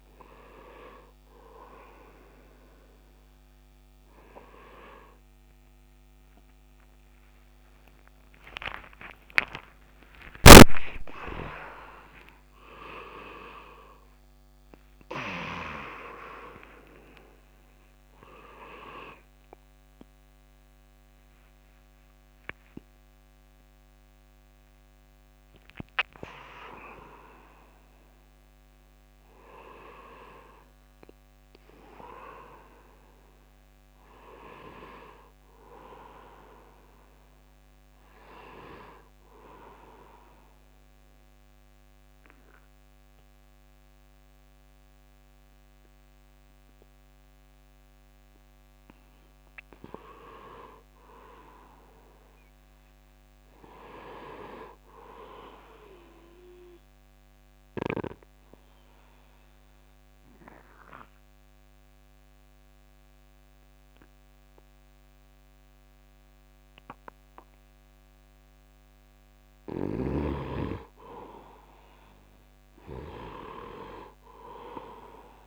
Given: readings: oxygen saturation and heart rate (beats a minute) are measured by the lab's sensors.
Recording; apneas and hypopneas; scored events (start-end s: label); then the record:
a person partly awake in a sleep study, by a microphone on the trachea; 2
0.00-12.00 s: oxygen desaturation (device-marked, oxygen 77% lowest, heart rate 76 extreme)
7.00-37.00 s: new sleep stage, awake
37.00-75.47 s: new sleep stage, N2 (light sleep)
39.00-50.00 s: oxygen desaturation (device-marked, oxygen 99% before, 95% lowest, heart rate 100 before, 74 extreme)
40.50-50.50 s: obstructive apnea (oxygen 100% before, 86% lowest, heart rate 98 before, 74 extreme, up 4 after)
52.50-55.50 s: arousal
58.00-69.00 s: obstructive apnea (oxygen 99% before, 82% lowest, heart rate 76 before, 72 extreme, up 5 after)
60.00-71.00 s: oxygen desaturation (device-marked, oxygen 98% before, 92% lowest, heart rate 76 before, 72 extreme)
71.00-74.50 s: arousal
From the record:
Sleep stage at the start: N2 (light sleep); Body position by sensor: on the right side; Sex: male